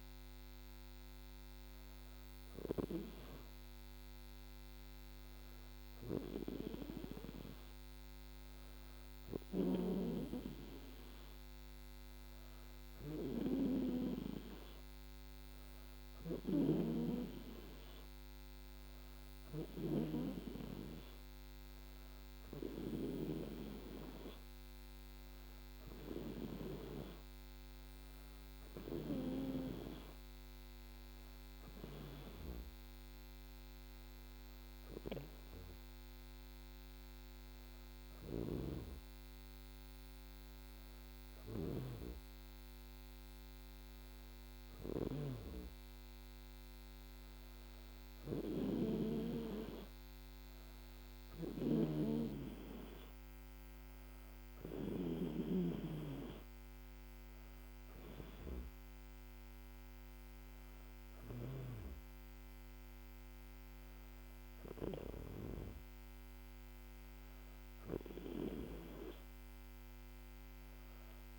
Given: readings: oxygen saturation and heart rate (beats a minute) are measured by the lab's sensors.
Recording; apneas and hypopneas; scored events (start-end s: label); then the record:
breathing in sleep by a microphone on the trachea; none
51.00-55.00 s: snoring (device-marked)
From the record:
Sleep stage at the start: N2 (light sleep); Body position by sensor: on the back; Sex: female